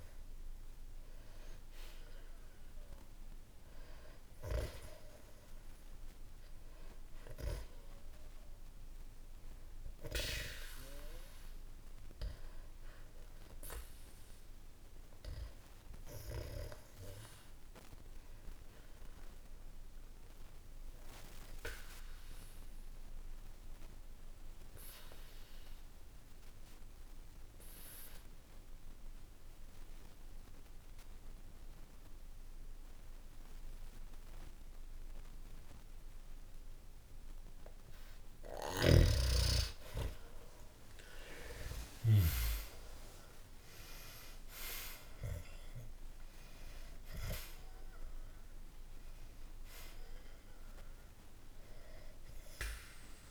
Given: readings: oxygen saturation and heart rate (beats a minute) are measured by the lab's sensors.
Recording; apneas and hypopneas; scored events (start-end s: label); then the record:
breathing in sleep by a room microphone; 1
0.00-17.00 s: oxygen desaturation (device-marked, oxygen 92% lowest, heart rate 59 extreme)
22.00-39.00 s: obstructive apnea (oxygen 98% before, 92% lowest, heart rate 63 before, 59 extreme, up 4 after)
41.00-47.00 s: arousal
47.00-53.31 s: oxygen desaturation (device-marked, oxygen 98% before, 92% lowest, heart rate 62 before, 53 extreme)
From the record:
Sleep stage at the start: N2 (light sleep); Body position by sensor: on the back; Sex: male